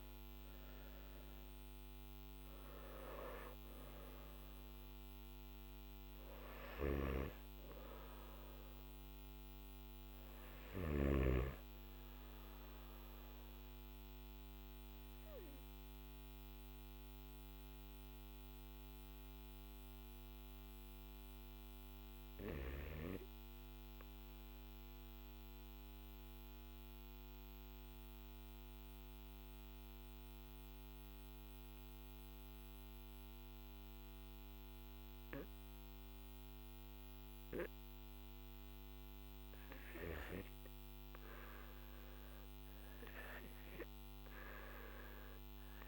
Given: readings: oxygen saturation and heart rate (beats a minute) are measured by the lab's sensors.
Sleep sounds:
breathing in sleep by a microphone on the trachea; 1
12.50-40.50 s: obstructive apnea (oxygen 98% before, 88% lowest, heart rate 56 before, 46 extreme, up 3 after)
44.00-45.88 s: oxygen desaturation (device-marked, oxygen 98% before, 88% lowest, heart rate 48 before, 45 extreme)
From the record:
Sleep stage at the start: N2 (light sleep); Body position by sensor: on the back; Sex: male

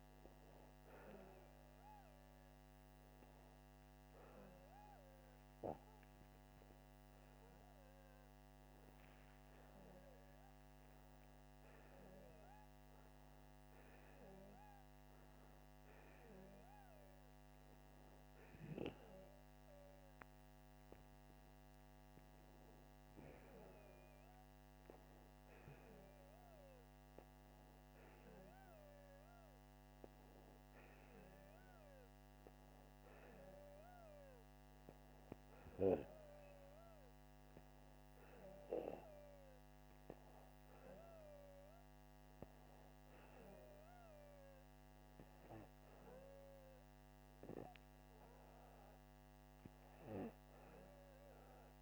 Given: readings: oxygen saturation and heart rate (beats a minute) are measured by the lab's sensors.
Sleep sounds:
breathing in sleep by a microphone on the trachea; 1
10.00-14.50 s: arousal
34.00-45.00 s: hypopnea (oxygen 97% before, 94% lowest, heart rate 86 before, 79 extreme, up 7 after)
46.50-50.00 s: arousal
From the record:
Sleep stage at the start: N2 (light sleep); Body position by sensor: upright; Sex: male

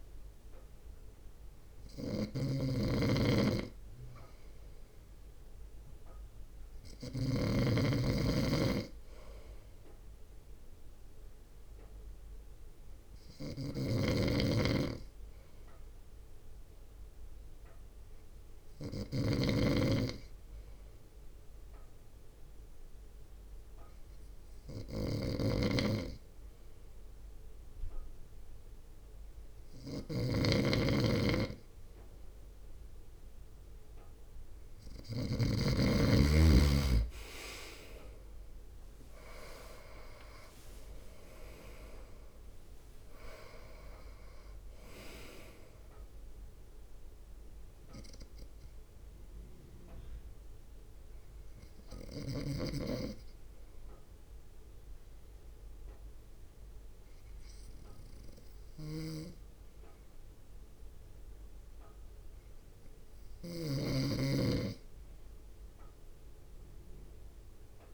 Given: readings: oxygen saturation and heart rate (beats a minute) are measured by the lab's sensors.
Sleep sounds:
breathing in sleep by a room microphone; 2
0.00-7.50 s: snoring (device-marked)
13.50-35.50 s: snoring (device-marked)
15.00-31.00 s: hypopnea (oxygen 96% before, 95% lowest, heart rate 59 before, 59 extreme, up 3 after)
16.50-67.94 s: new sleep stage, N2 (light sleep)
35.50-38.50 s: arousal
38.50-56.50 s: drop in pulse transit time (device-marked, heart rate 60 before, 62 extreme)
48.00-62.00 s: obstructive apnea (oxygen 96% before, 95% lowest, heart rate 63 before, 54 extreme, up 4 after)
59.00-67.94 s: snoring (device-marked)
64.50-67.50 s: arousal
From the record:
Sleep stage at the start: N3 (deep sleep); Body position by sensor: on the front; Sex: male

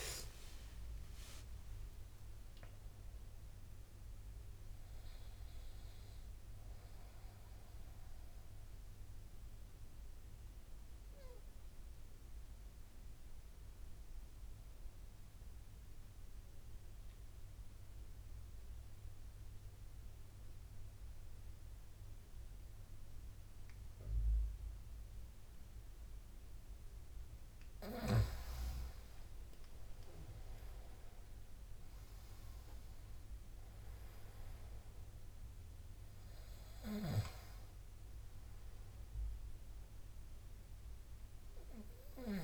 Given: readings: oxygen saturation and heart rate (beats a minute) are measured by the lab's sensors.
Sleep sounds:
breathing in sleep by a room microphone; 1
0.00-3.00 s: arousal
0.00-18.00 s: oxygen desaturation (device-marked, oxygen 94% lowest, heart rate 67 extreme)
9.50-26.50 s: obstructive apnea (oxygen 98% before, 90% lowest, heart rate 79 before, 70 extreme, up 6 after)
29.50-33.50 s: arousal
32.00-42.44 s: oxygen desaturation (device-marked, oxygen 98% before, 90% lowest, heart rate 72 before, 69 extreme)
From the record:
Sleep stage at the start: N2 (light sleep); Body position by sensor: on the front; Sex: male

